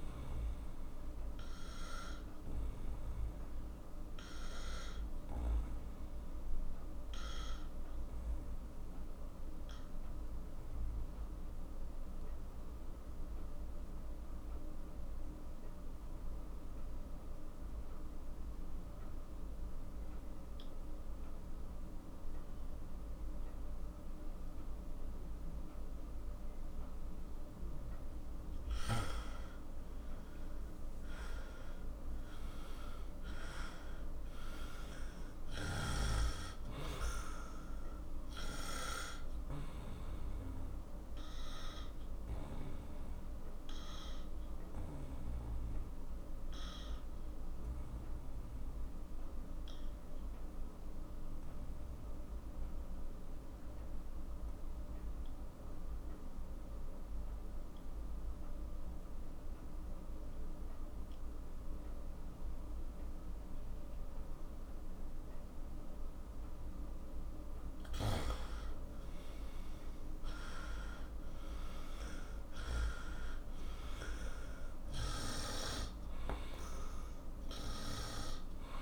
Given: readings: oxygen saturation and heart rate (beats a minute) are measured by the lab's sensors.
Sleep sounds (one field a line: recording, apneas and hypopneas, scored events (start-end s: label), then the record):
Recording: breathing in sleep by a room microphone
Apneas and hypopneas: 2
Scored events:
0.00-6.50 s: oxygen desaturation (device-marked, oxygen 91% lowest, heart rate 39 extreme)
3.50-29.00 s: obstructive apnea (oxygen 98% before, 91% lowest, heart rate 55 before, 41 extreme, up 14 after)
31.50-34.50 s: arousal
34.50-53.50 s: oxygen desaturation (device-marked, oxygen 98% before, 92% lowest, heart rate 51 before, 42 extreme)
41.50-67.00 s: obstructive apnea (oxygen 99% before, 91% lowest, heart rate 56 before, 41 extreme, up 12 after)
67.50-72.00 s: arousal
68.50-78.82 s: oxygen desaturation (device-marked, oxygen 98% before, 91% lowest, heart rate 49 before, 41 extreme)
From the record:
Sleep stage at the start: N2 (light sleep)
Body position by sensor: on the right side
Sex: male